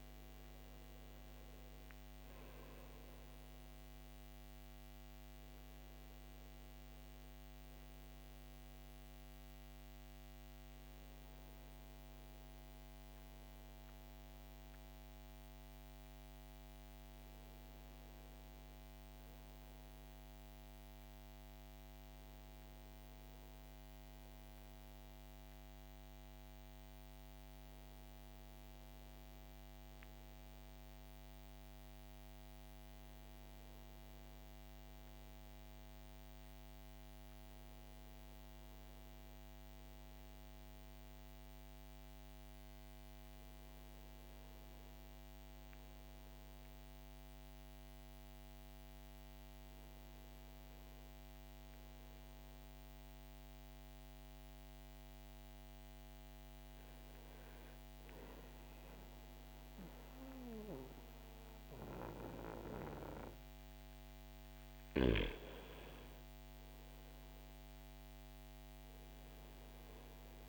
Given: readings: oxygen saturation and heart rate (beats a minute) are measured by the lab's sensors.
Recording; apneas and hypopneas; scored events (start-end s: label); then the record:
a person awake in a sleep study, hard to hear, by a microphone on the trachea; 1
40.00-70.49 s: oxygen desaturation (device-marked, oxygen 98% before, 92% lowest, heart rate 66 before, 64 extreme)
46.00-70.49 s: new sleep stage, N2 (light sleep)
50.50-63.50 s: hypopnea (oxygen 98% before, 90% lowest, heart rate 65 before, 64 extreme, up 3 after)
67.00-70.49 s: arousal
From the record:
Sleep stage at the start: awake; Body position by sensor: on the back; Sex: male